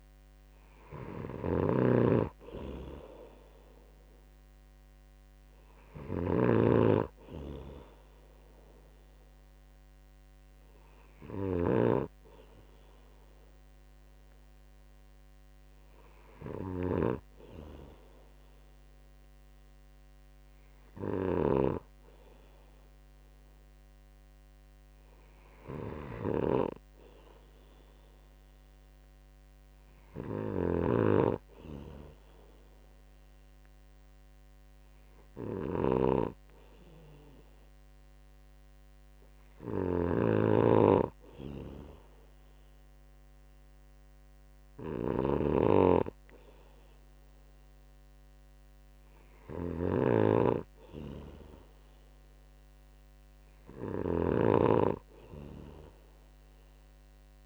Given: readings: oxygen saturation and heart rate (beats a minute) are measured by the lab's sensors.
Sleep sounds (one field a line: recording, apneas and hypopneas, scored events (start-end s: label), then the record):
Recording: breathing in sleep by a microphone on the trachea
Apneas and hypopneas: none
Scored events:
0.00-57.46 s: snoring (device-marked)
From the record:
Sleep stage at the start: N2 (light sleep)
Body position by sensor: on the right side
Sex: male